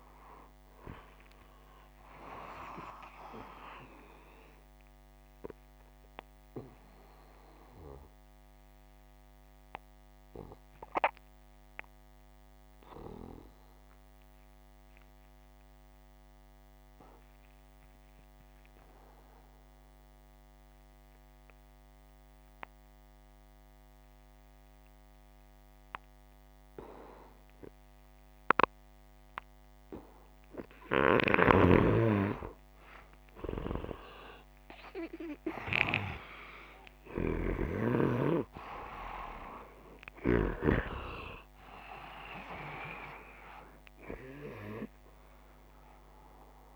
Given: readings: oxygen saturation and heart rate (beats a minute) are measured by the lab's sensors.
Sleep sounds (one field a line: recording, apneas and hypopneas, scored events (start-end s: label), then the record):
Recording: breathing in sleep by a microphone on the trachea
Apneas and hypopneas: 1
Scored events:
0.00-1.00 s: arousal
0.00-6.00 s: oxygen desaturation (device-marked, oxygen 88% lowest, heart rate 137 extreme)
6.00-29.50 s: obstructive apnea (oxygen 92% before, 90% lowest, heart rate 145 before, 128 extreme, up 42 after)
31.00-35.00 s: arousal
From the record:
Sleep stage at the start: N2 (light sleep)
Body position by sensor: upright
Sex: male